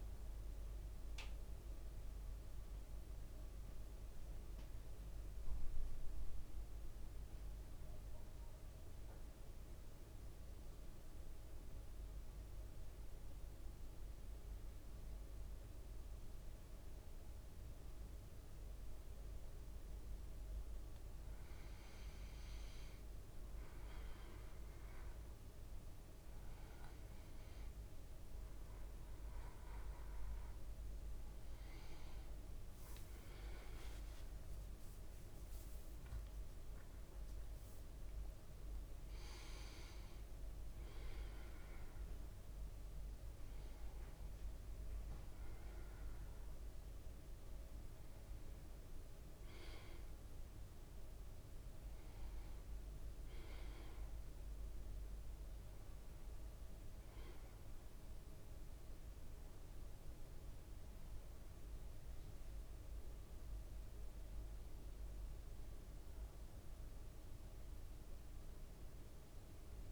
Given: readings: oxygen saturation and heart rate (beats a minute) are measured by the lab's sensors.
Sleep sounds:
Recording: breathing in sleep, hard to hear, by a room microphone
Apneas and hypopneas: 1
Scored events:
1.00-20.00 s: central apnea (oxygen 100% before, 93% lowest, heart rate 56 before, 55 extreme, up 5 after)
18.50-53.50 s: oxygen desaturation (device-marked, oxygen 99% before, 93% lowest, heart rate 55 before, 56 extreme)
22.00-26.00 s: arousal
62.00-67.00 s: arousal
From the record:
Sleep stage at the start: N2 (light sleep)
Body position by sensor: on the back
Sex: male

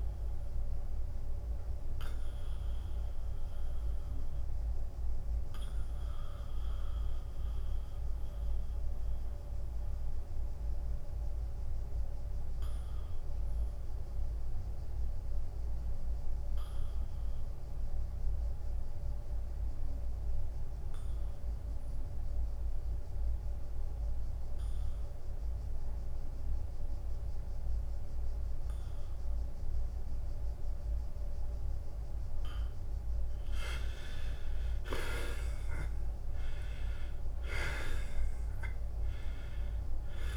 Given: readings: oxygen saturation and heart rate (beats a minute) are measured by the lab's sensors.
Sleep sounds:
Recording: breathing in sleep, hard to hear, by a room microphone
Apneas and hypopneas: 1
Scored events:
0.00-7.50 s: drop in pulse transit time (device-marked, heart rate 78 extreme)
0.00-25.50 s: oxygen desaturation (device-marked, oxygen 79% lowest, heart rate 76 extreme)
1.00-34.00 s: obstructive apnea (oxygen 98% before, 79% lowest, heart rate 83 before, 74 extreme, up 4 after)
35.50-40.00 s: arousal
37.50-40.37 s: drop in pulse transit time (device-marked, heart rate 82 before, 74 extreme)
From the record:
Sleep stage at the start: N2 (light sleep)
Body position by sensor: on the back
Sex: male

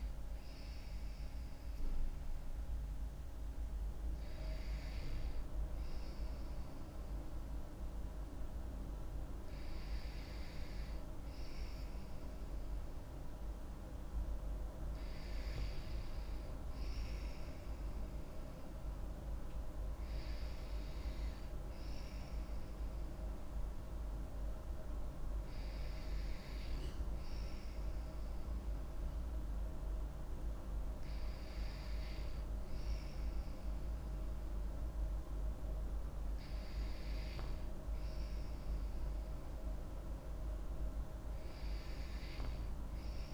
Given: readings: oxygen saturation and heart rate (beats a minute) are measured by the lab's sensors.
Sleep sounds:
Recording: breathing in sleep, hard to hear, by a room microphone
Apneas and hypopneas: none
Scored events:
none scored
From the record:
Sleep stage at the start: N2 (light sleep)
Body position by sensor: on the back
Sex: female

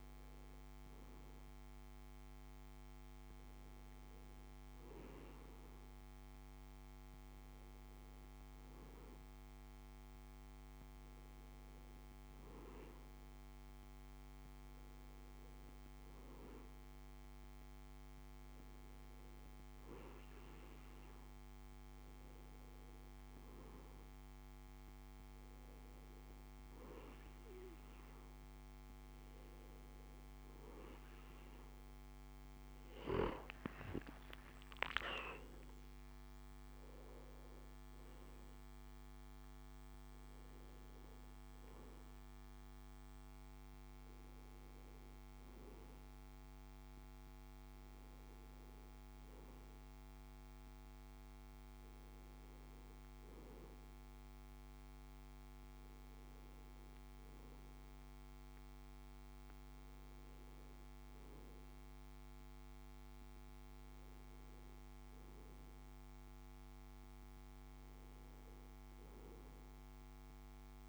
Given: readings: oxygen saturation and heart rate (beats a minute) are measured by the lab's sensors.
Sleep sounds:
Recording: breathing in sleep, hard to hear, by a microphone on the trachea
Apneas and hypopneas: none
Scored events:
34.50-38.50 s: arousal
From the record:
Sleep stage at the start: N2 (light sleep)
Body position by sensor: on the back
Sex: male

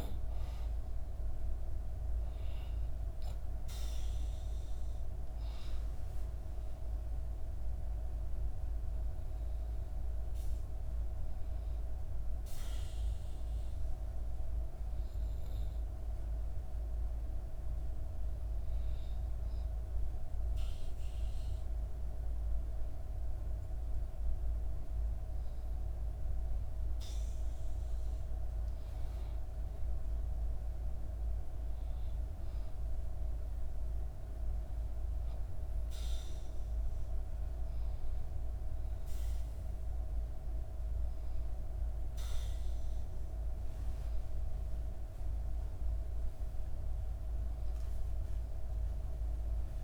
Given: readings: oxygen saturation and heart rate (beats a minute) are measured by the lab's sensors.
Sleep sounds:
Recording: breathing in sleep, hard to hear, by a room microphone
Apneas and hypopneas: 1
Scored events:
0.00-21.00 s: oxygen desaturation (device-marked, oxygen 89% lowest, heart rate 62 extreme)
13.00-28.00 s: hypopnea (oxygen 95% before, 92% lowest, heart rate 66 before, 62 extreme, up 5 after)
30.00-33.50 s: arousal
From the record:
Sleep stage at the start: N2 (light sleep)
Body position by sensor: on the back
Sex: female

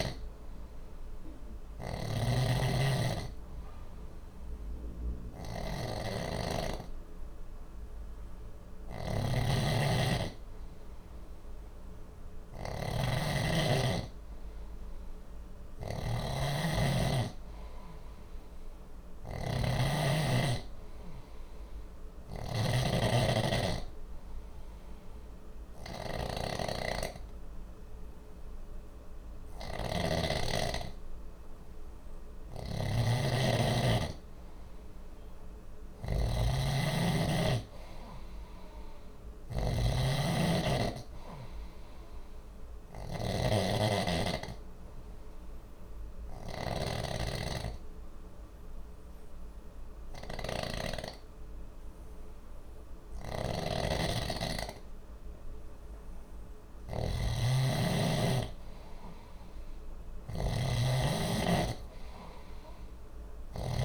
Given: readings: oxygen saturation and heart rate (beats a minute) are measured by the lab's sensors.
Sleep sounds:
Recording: breathing in sleep by a room microphone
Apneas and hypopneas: 2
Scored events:
0.00-30.00 s: snoring (device-marked)
23.00-33.50 s: obstructive apnea (oxygen 97% before, 92% lowest, heart rate 60 before, 60 extreme, up 0 after)
32.00-63.85 s: snoring (device-marked)
35.50-38.50 s: arousal
43.00-55.50 s: obstructive apnea (oxygen 94% before, 91% lowest, heart rate 60 before, 60 extreme, up 0 after)
58.00-61.00 s: arousal
From the record:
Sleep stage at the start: N2 (light sleep)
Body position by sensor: on the back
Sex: male

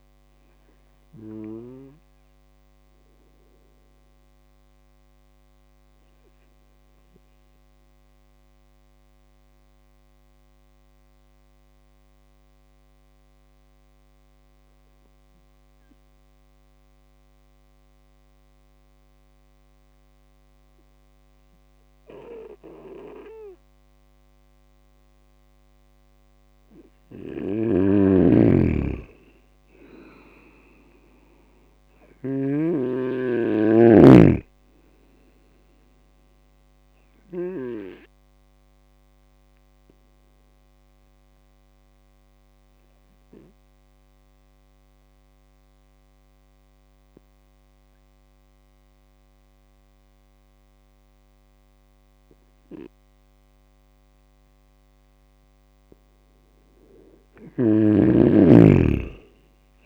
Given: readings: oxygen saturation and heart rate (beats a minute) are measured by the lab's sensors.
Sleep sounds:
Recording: breathing in sleep by a microphone on the trachea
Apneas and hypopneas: 2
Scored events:
7.50-26.50 s: obstructive apnea (oxygen 98% before, 95% lowest, heart rate 63 before, 61 extreme, up 5 after)
27.00-32.50 s: snoring (device-marked)
29.50-32.50 s: arousal
39.00-55.50 s: obstructive apnea (oxygen 100% before, 95% lowest, heart rate 68 before, 58 extreme, up 13 after)
57.50-59.86 s: snoring (device-marked)
From the record:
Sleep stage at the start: N2 (light sleep)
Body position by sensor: on the right side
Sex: male

